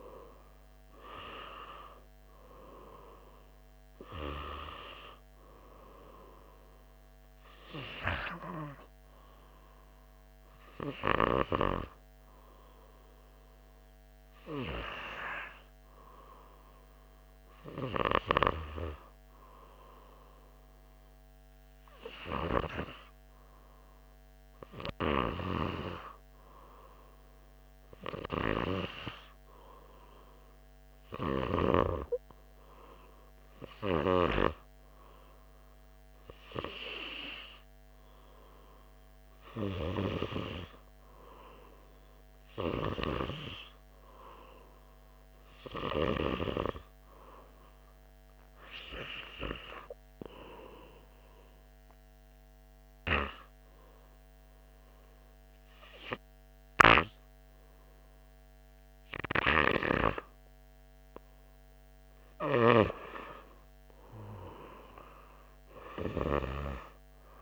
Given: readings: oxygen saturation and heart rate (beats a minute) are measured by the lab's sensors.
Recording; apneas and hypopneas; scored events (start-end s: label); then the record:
breathing in sleep by a microphone on the trachea; 2
5.00-67.42 s: new sleep stage, N2 (light sleep)
5.50-9.00 s: arousal
11.50-25.00 s: hypopnea (oxygen 99% before, 97% lowest, heart rate 82 before, 81 extreme, up 1 after)
28.00-32.00 s: arousal
51.00-62.50 s: obstructive apnea (oxygen 99% before, 97% lowest, heart rate 82 before, 82 extreme, up 2 after)
65.50-67.42 s: arousal
From the record:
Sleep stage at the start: N1 (lightest sleep); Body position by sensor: on the right side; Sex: male